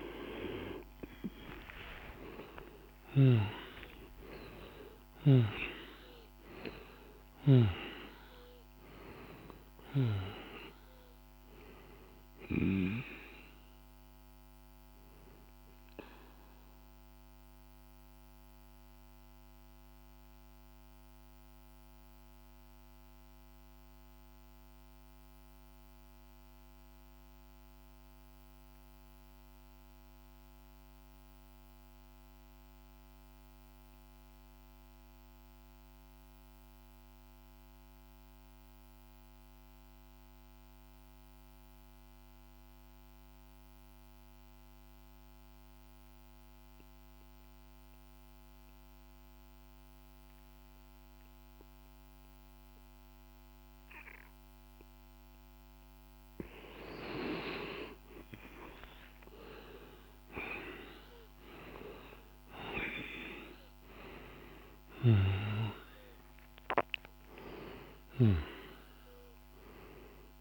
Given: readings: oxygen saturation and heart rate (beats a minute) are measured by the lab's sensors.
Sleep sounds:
breathing in sleep by a microphone on the trachea; 1
0.00-25.00 s: oxygen desaturation (device-marked, oxygen 87% lowest, heart rate 46 extreme)
0.50-6.00 s: arousal
14.50-54.50 s: mixed apnea (oxygen 97% before, 86% lowest, heart rate 55 before, 43 extreme, up 5 after)
44.00-70.41 s: oxygen desaturation (device-marked, oxygen 99% before, 86% lowest, heart rate 48 before, 43 extreme)
57.00-61.50 s: arousal
From the record:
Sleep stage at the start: N2 (light sleep); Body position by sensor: on the back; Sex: male

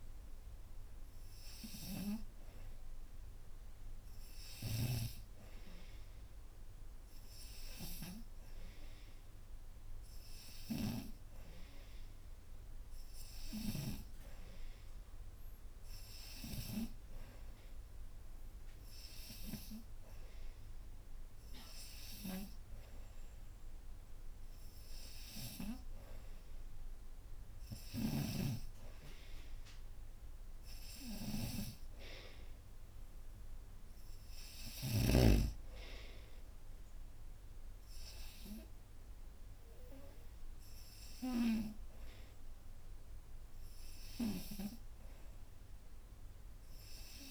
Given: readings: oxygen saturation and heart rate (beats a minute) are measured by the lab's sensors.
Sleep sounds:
breathing in sleep by a room microphone; none
none scored
From the record:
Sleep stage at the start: N3 (deep sleep); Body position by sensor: upright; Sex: female

